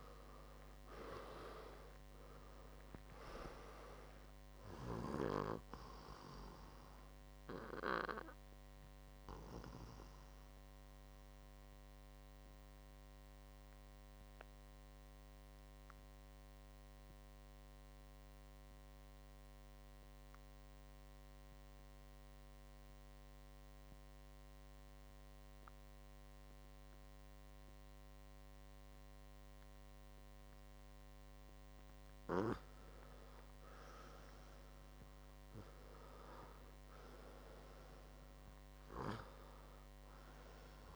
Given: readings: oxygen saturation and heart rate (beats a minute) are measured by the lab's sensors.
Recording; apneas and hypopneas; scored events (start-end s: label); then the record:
breathing in sleep by a microphone on the trachea; 1
0.00-1.00 s: arousal
0.00-27.00 s: oxygen desaturation (device-marked, oxygen 86% lowest, heart rate 53 extreme)
9.50-31.00 s: mixed apnea (oxygen 99% before, 86% lowest, heart rate 62 before, 54 extreme, up 7 after)
33.00-36.00 s: arousal
39.00-40.96 s: oxygen desaturation (device-marked, oxygen 99% before, 92% lowest, heart rate 64 before, 48 extreme)
From the record:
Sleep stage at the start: REM sleep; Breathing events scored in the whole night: 358 in 4.1 hours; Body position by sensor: on the right side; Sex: male